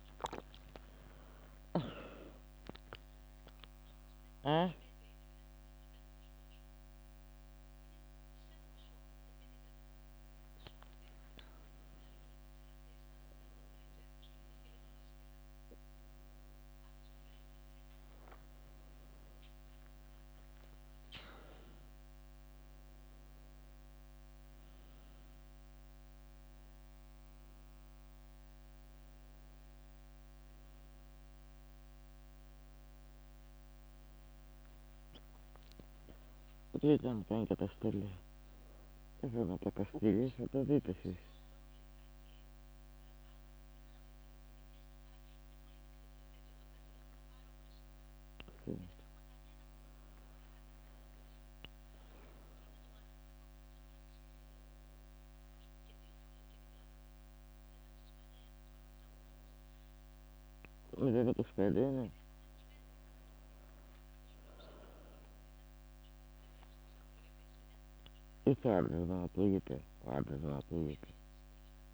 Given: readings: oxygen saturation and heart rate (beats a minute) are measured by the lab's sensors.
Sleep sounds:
a person awake in a sleep study, by a microphone on the trachea; none
18.50-20.00 s: leg movement (device-marked)
21.00-22.00 s: leg movement (device-marked)
36.00-37.50 s: leg movement (device-marked)
38.00-40.50 s: leg movement (device-marked)
45.00-49.00 s: leg movement (device-marked)
49.50-51.50 s: leg movement (device-marked)
51.50-56.00 s: leg movement (device-marked)
57.50-64.00 s: leg movement (device-marked)
67.00-69.00 s: long interval between heartbeats (device-marked, heart rate 77 before, 90 extreme)
From the record:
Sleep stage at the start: awake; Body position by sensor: on the back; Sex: female

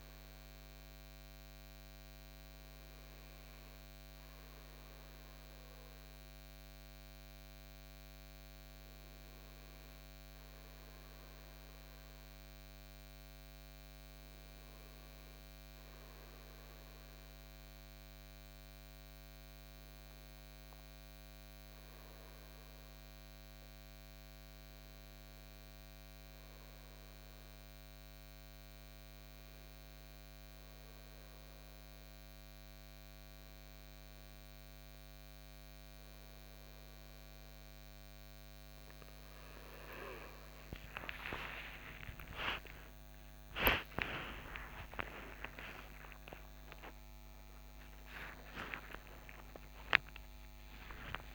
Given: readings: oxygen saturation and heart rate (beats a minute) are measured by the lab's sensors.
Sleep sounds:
breathing in sleep by a microphone on the trachea; none
44.00-51.35 s: new sleep stage, awake
From the record:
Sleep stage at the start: REM sleep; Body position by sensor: on the front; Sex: male

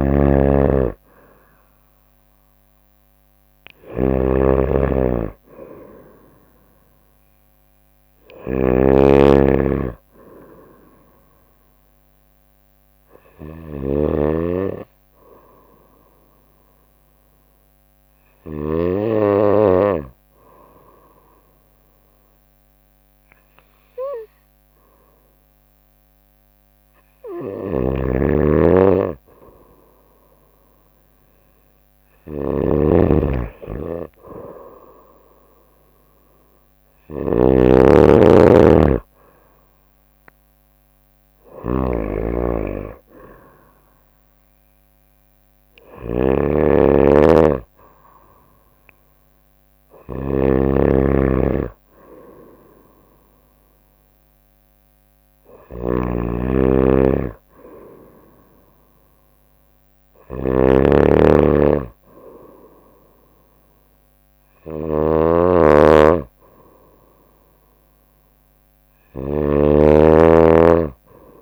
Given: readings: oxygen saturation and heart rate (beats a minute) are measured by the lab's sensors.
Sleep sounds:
breathing in sleep by a microphone on the trachea; 1
0.00-19.00 s: snoring (device-marked)
15.00-27.50 s: hypopnea (oxygen 97% before, 95% lowest, heart rate 66 before, 63 extreme, up 1 after)
27.50-71.42 s: snoring (device-marked)
30.00-33.00 s: arousal
69.00-71.42 s: drop in pulse transit time (device-marked, heart rate 63 before, 63 extreme)
From the record:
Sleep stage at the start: N2 (light sleep); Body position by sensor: on the right side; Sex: female

